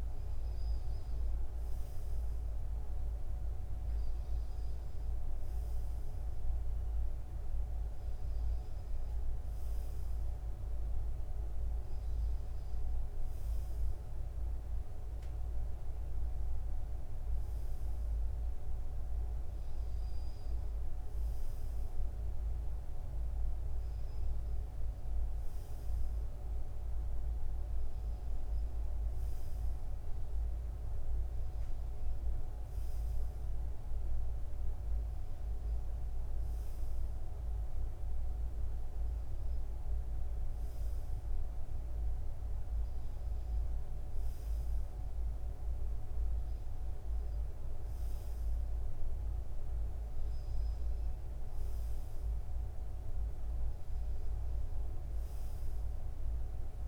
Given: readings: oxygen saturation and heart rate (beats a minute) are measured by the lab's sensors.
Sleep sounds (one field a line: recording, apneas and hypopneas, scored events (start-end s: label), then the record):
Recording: breathing in sleep, hard to hear, by a room microphone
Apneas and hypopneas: none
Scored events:
none scored
From the record:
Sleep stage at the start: N2 (light sleep)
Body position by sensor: on the front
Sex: male